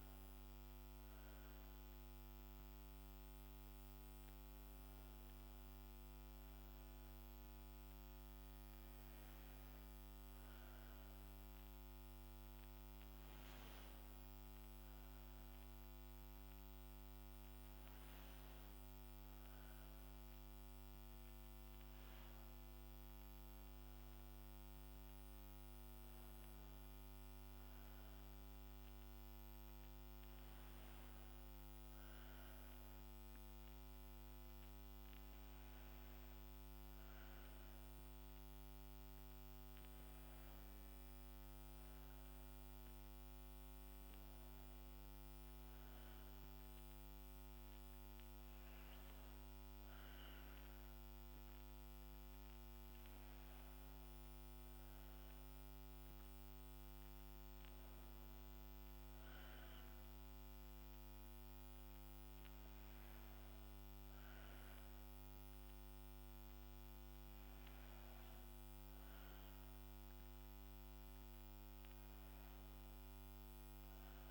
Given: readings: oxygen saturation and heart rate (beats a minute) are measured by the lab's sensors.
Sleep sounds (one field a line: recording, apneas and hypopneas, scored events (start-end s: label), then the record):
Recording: breathing in sleep, hard to hear, by a microphone on the trachea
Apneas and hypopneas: none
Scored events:
none scored
From the record:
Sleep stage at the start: N2 (light sleep)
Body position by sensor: on the right side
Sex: female